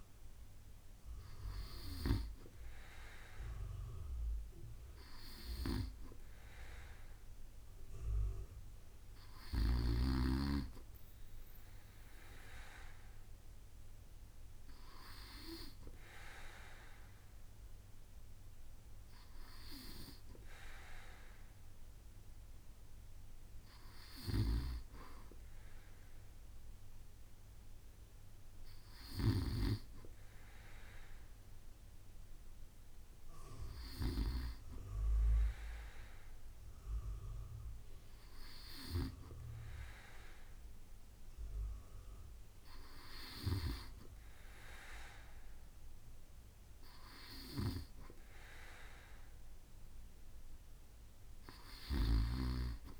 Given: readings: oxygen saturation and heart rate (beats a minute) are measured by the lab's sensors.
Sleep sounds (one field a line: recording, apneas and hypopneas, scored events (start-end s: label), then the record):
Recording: breathing in sleep by a room microphone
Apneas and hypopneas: none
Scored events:
52.00-53.00 s: snoring (device-marked)
From the record:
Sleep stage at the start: N2 (light sleep)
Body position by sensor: on the right side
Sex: male